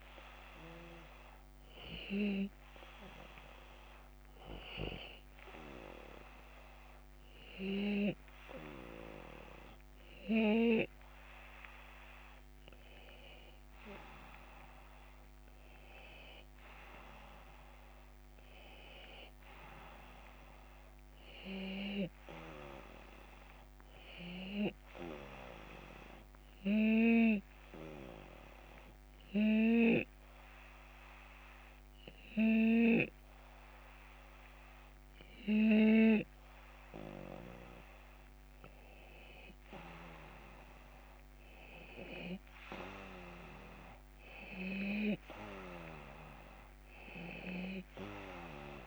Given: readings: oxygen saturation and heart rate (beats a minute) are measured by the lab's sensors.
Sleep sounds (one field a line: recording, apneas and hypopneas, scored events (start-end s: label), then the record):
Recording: breathing in sleep by a microphone on the trachea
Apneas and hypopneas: none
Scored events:
42.00-45.50 s: arousal
From the record:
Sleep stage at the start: N2 (light sleep)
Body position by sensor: on the left side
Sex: male